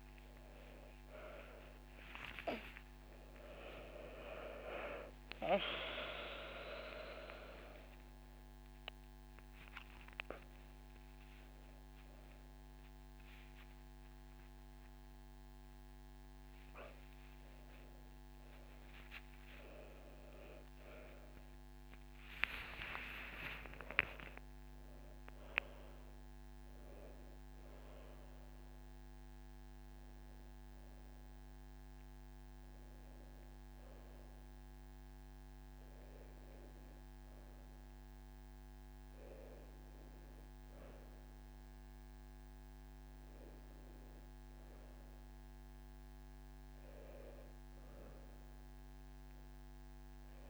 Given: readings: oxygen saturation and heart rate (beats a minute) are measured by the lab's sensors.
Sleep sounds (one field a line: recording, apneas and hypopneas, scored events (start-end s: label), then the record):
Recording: breathing in sleep by a microphone on the trachea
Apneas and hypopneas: none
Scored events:
0.00-1.00 s: arousal
2.00-25.00 s: oxygen desaturation (device-marked, oxygen 97% before, 93% lowest)
17.00-29.00 s: tachycardia (device-marked)
22.50-27.50 s: arousal
From the record:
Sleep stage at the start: N1 (lightest sleep)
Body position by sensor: on the back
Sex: female